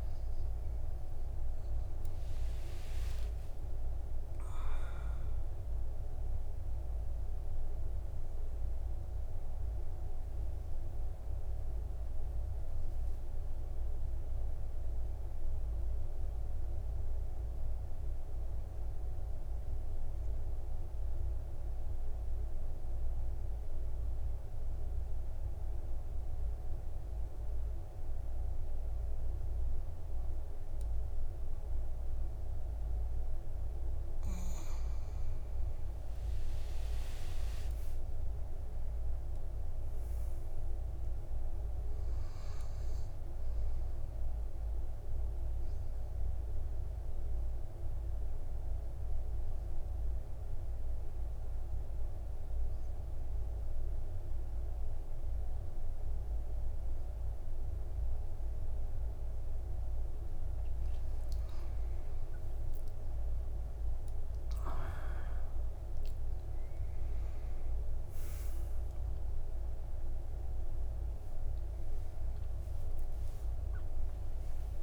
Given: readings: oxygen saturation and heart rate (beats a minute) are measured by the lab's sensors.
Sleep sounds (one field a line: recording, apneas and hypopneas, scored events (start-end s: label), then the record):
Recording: breathing in sleep, hard to hear, by a room microphone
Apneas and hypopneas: 2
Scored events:
0.00-6.00 s: oxygen desaturation (device-marked, oxygen 91% lowest, heart rate 50 extreme)
17.50-34.50 s: mixed apnea (oxygen 97% before, 90% lowest, heart rate 66 before, 50 extreme, up 25 after)
36.50-40.50 s: arousal
37.50-39.50 s: long interval between heartbeats (device-marked, heart rate 55 before, 70 extreme)
38.00-61.00 s: oxygen desaturation (device-marked, oxygen 100% before, 93% lowest, heart rate 55 before, 51 extreme)
46.00-59.50 s: obstructive apnea (oxygen 100% before, 93% lowest, heart rate 60 before, 55 extreme, up 21 after)
62.50-67.50 s: arousal
69.00-74.83 s: oxygen desaturation (device-marked, oxygen 98% before, 94% lowest, heart rate 63 before, 53 extreme)
From the record:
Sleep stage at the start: N2 (light sleep)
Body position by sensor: on the back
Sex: male